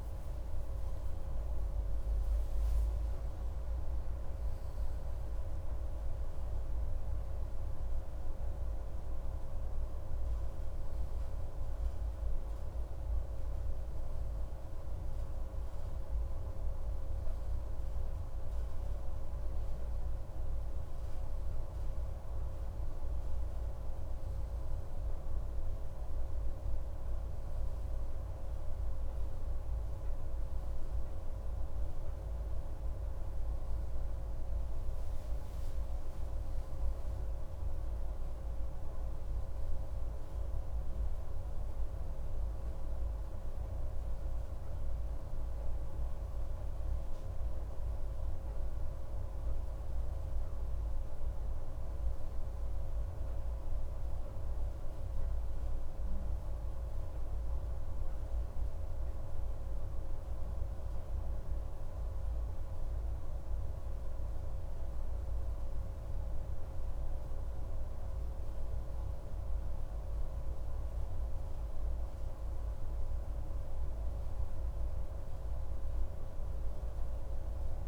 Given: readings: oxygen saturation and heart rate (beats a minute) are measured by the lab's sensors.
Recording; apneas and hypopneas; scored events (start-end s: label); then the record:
a person awake in a sleep study, hard to hear, by a room microphone; none
none scored
From the record:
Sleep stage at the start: awake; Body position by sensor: on the right side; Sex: male